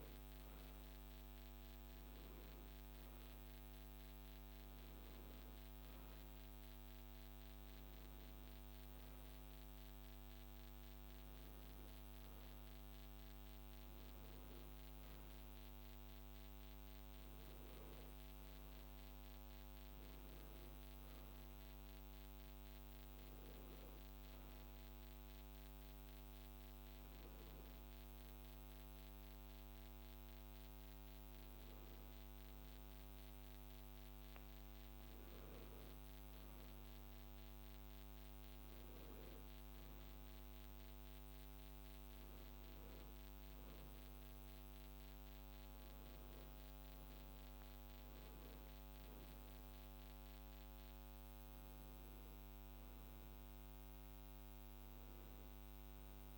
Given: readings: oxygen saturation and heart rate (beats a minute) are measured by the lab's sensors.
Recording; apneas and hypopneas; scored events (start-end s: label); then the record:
a person awake in a sleep study, hard to hear, by a microphone on the trachea; none
47.50-56.38 s: new sleep stage, N1 (lightest sleep)
From the record:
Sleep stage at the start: awake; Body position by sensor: on the back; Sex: male